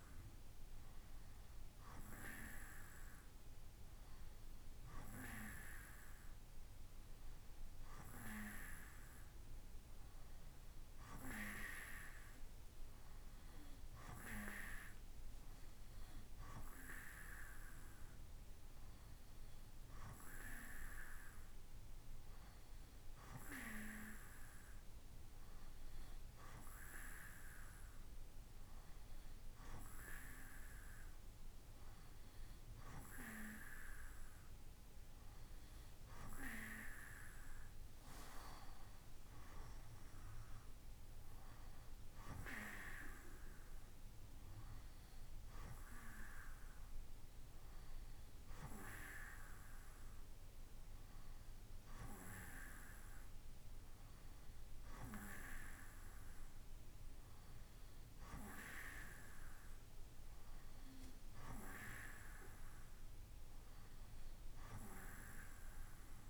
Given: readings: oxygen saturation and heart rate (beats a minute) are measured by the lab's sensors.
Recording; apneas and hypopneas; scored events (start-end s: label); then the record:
breathing in sleep by a room microphone; none
none scored
From the record:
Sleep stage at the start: N2 (light sleep); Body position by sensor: on the right side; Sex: male